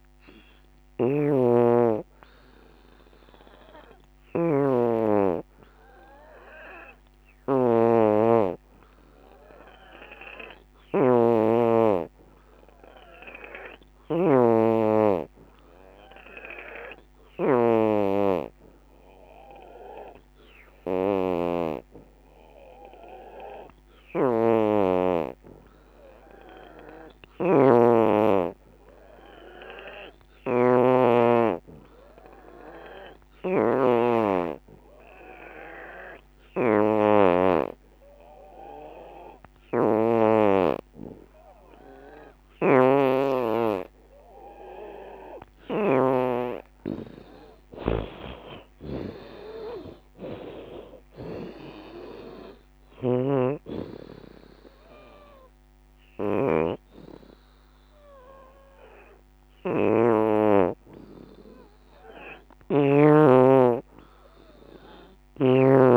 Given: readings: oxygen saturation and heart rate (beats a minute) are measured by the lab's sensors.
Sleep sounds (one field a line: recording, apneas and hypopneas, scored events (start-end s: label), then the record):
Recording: breathing in sleep by a microphone on the trachea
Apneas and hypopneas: 1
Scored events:
0.00-7.50 s: oxygen desaturation (device-marked, oxygen 84% lowest, heart rate 66 extreme)
1.00-46.00 s: obstructive apnea (oxygen 92% before, 83% lowest, heart rate 73 before, 70 extreme, up 17 after)
17.50-35.50 s: oxygen desaturation (device-marked, oxygen 94% before, 85% lowest, heart rate 71 before, 71 extreme)
40.50-65.97 s: oxygen desaturation (device-marked, oxygen 86% before, 83% lowest, heart rate 76 before, 59 extreme)
46.50-58.50 s: drop in pulse transit time (device-marked, heart rate 78 before, 81 extreme)
48.50-52.50 s: arousal
From the record:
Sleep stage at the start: N2 (light sleep)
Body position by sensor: on the back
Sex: female